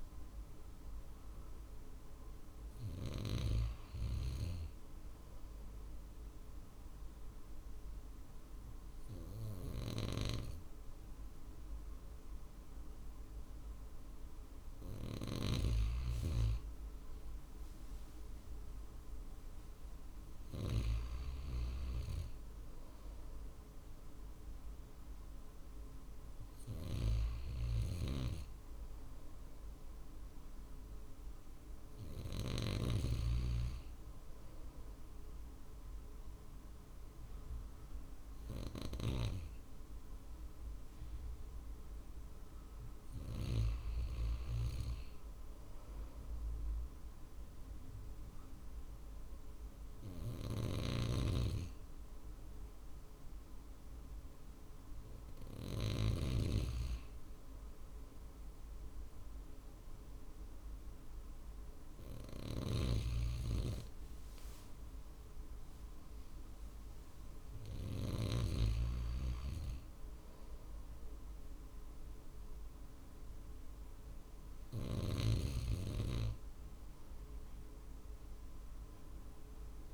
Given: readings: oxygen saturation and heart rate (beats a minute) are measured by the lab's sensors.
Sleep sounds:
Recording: breathing in sleep by a room microphone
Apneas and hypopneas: 1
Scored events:
4.00-15.50 s: obstructive apnea (oxygen 94% before, 94% lowest, heart rate 51 before, 49 extreme, up 4 after)
17.00-20.00 s: arousal
18.50-33.50 s: drop in pulse transit time (device-marked, heart rate 49 before, 51 extreme)
50.00-55.50 s: snoring (device-marked)
62.00-68.00 s: snoring (device-marked)
74.00-79.94 s: snoring (device-marked)
From the record:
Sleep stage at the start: N2 (light sleep)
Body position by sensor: on the right side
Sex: male

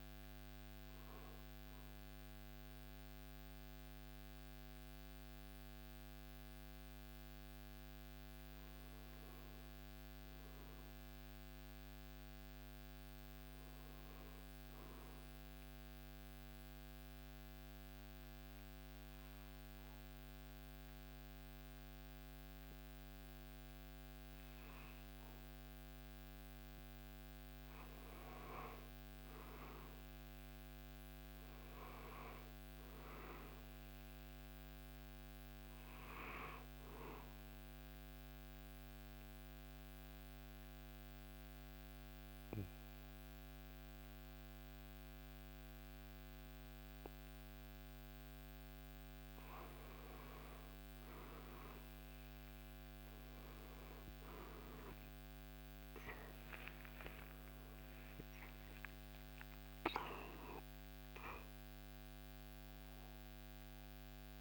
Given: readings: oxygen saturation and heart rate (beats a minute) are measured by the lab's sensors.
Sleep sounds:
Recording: breathing in sleep, hard to hear, by a microphone on the trachea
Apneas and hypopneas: 2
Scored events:
0.00-8.00 s: drop in pulse transit time (device-marked, heart rate 73 extreme)
0.00-18.00 s: oxygen desaturation (device-marked, oxygen 89% lowest, heart rate 68 extreme)
16.00-26.00 s: central apnea (oxygen 95% before, 89% lowest, heart rate 76 before, 68 extreme, up 6 after)
28.50-32.50 s: arousal
35.00-49.00 s: oxygen desaturation (device-marked, oxygen 96% before, 90% lowest, heart rate 72 before, 71 extreme)
38.50-49.00 s: central apnea (oxygen 97% before, 90% lowest, heart rate 72 before, 71 extreme, up 6 after)
54.00-59.50 s: arousal
54.00-64.41 s: drop in pulse transit time (device-marked, heart rate 73 before, 75 extreme)
59.00-64.41 s: oxygen desaturation (device-marked, oxygen 96% before, 91% lowest, heart rate 74 before, 71 extreme)
From the record:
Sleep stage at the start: N1 (lightest sleep)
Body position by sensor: on the back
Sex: male

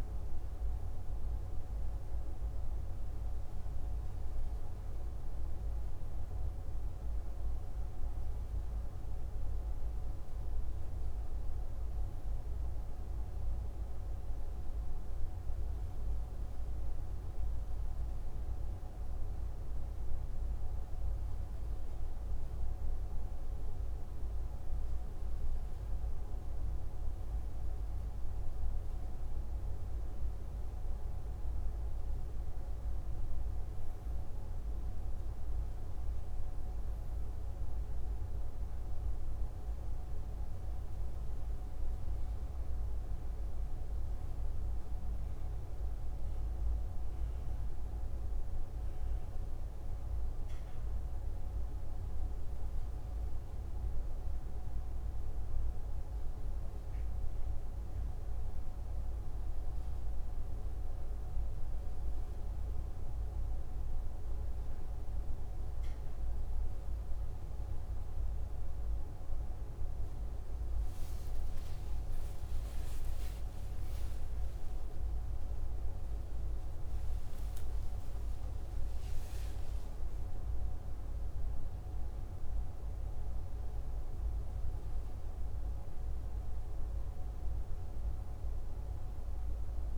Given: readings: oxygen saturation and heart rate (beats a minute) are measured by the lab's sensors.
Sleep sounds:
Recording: breathing in sleep, hard to hear, by a room microphone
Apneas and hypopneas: none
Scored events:
72.50-79.00 s: arousal
From the record:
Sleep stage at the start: N2 (light sleep)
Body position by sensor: on the left side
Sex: male

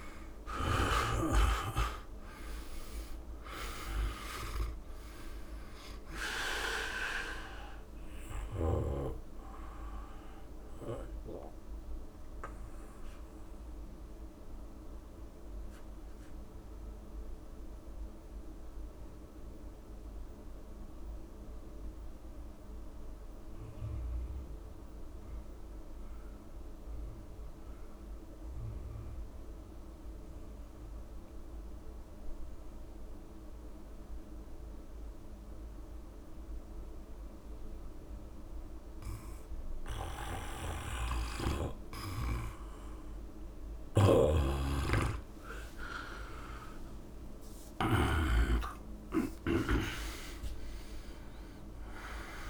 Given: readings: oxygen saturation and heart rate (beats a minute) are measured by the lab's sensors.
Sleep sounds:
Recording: breathing in sleep by a room microphone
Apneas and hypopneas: 1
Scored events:
0.00-1.00 s: snoring (device-marked)
0.00-2.00 s: arousal
0.00-25.00 s: oxygen desaturation (device-marked, oxygen 81% lowest, heart rate 62 extreme)
8.50-42.00 s: mixed apnea (oxygen 99% before, 81% lowest, heart rate 71 before, 62 extreme, up 11 after)
37.00-52.50 s: oxygen desaturation (device-marked, oxygen 99% before, 85% lowest, heart rate 70 before, 66 extreme)
39.50-44.00 s: snoring (device-marked)
45.50-51.50 s: arousal
From the record:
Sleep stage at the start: N2 (light sleep)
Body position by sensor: on the back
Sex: male

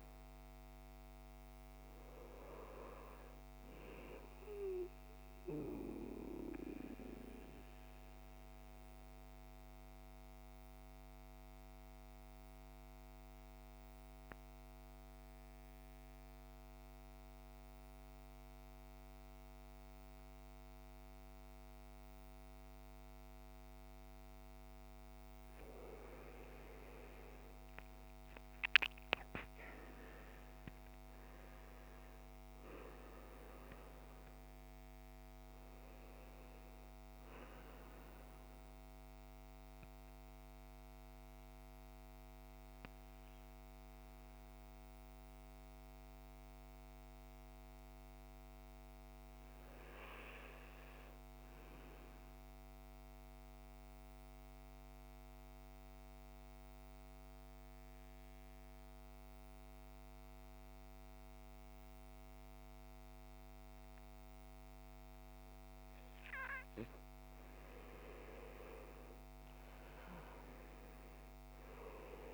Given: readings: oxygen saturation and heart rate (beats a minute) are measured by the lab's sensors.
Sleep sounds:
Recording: breathing in sleep by a microphone on the trachea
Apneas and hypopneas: 2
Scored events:
0.00-21.50 s: oxygen desaturation (device-marked, oxygen 90% lowest, heart rate 51 extreme)
5.00-24.50 s: central apnea (oxygen 98% before, 88% lowest, heart rate 58 before, 51 extreme, up 14 after)
26.50-30.00 s: arousal
30.50-53.50 s: oxygen desaturation (device-marked, oxygen 99% before, 90% lowest, heart rate 56 before, 52 extreme)
40.00-65.50 s: mixed apnea (oxygen 99% before, 86% lowest, heart rate 62 before, 51 extreme, up 8 after)
60.50-72.33 s: oxygen desaturation (device-marked, oxygen 99% before, 88% lowest, heart rate 55 before, 51 extreme)
68.50-72.00 s: arousal
From the record:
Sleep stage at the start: N2 (light sleep)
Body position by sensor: on the back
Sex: male

